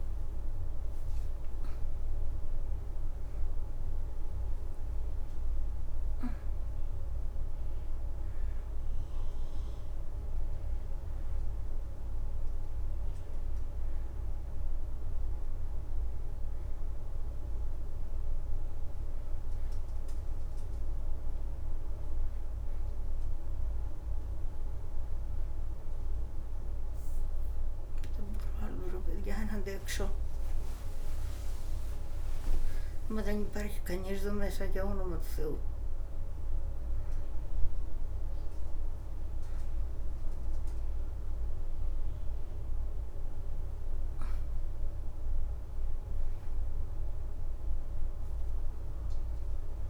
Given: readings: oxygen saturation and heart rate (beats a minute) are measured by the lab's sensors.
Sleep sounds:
breathing in sleep by a room microphone; none
0.00-2.00 s: leg movement (device-marked)
30.00-35.50 s: leg movement (device-marked)
From the record:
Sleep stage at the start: N1 (lightest sleep); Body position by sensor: on the right side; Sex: female

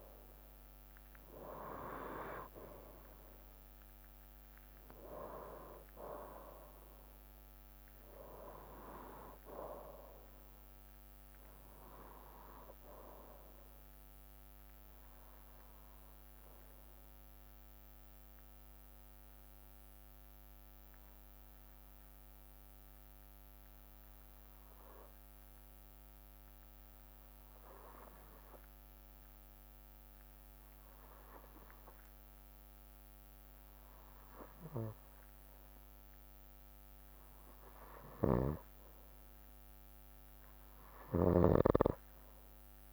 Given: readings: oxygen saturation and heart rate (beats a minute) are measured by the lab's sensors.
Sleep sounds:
breathing in sleep by a microphone on the trachea; 1
16.50-37.50 s: obstructive apnea (oxygen 97% before, 93% lowest, heart rate 67 before, 64 extreme, up 1 after)
31.00-42.93 s: oxygen desaturation (device-marked, oxygen 97% before, 93% lowest, heart rate 66 before, 64 extreme)
39.00-41.50 s: arousal
41.00-42.93 s: snoring (device-marked)
From the record:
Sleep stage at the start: N2 (light sleep); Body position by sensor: on the right side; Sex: male

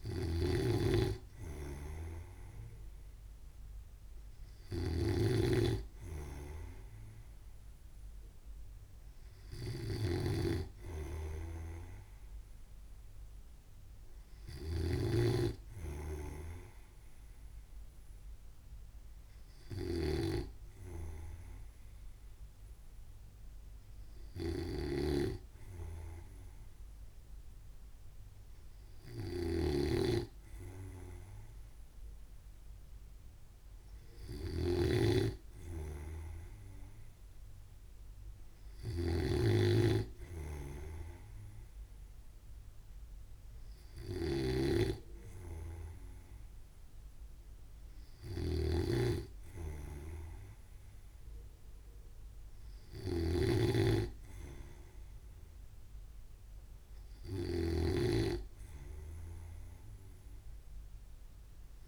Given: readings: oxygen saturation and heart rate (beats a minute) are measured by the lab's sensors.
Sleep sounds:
breathing in sleep by a room microphone; none
0.00-61.88 s: snoring (device-marked)
From the record:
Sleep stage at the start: N2 (light sleep); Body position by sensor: on the right side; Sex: male

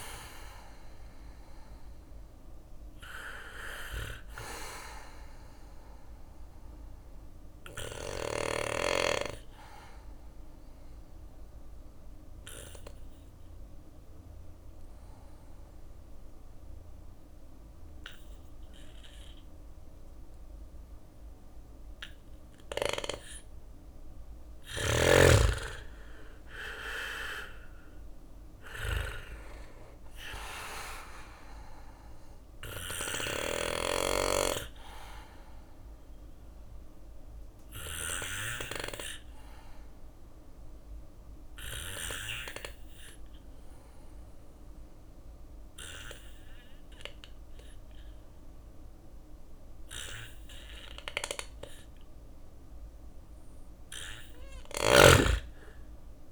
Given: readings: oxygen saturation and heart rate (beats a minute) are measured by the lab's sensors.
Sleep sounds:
breathing in sleep by a room microphone; 2
0.00-3.50 s: bradycardia (device-marked, heart rate 57 extreme)
0.00-14.50 s: oxygen desaturation (device-marked, oxygen 93% lowest, heart rate 57 extreme)
5.50-13.50 s: bradycardia (device-marked, heart rate 63 before, 58 extreme)
6.50-23.50 s: obstructive apnea (oxygen 98% before, 91% lowest, heart rate 60 before, 57 extreme, up 5 after)
24.50-40.50 s: drop in pulse transit time (device-marked, heart rate 60 before, 57 extreme)
25.50-29.00 s: arousal
29.50-51.50 s: oxygen desaturation (device-marked, oxygen 98% before, 92% lowest, heart rate 61 before, 57 extreme)
31.50-38.50 s: bradycardia (device-marked, heart rate 63 before, 57 extreme)
32.50-52.00 s: obstructive apnea (oxygen 99% before, 91% lowest, heart rate 61 before, 58 extreme, up 3 after)
44.50-46.50 s: bradycardia (device-marked, heart rate 63 before, 60 extreme)
47.50-49.50 s: bradycardia (device-marked, heart rate 63 before, 59 extreme)
54.00-56.32 s: arousal
From the record:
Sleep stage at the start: N2 (light sleep); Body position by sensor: on the back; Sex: male

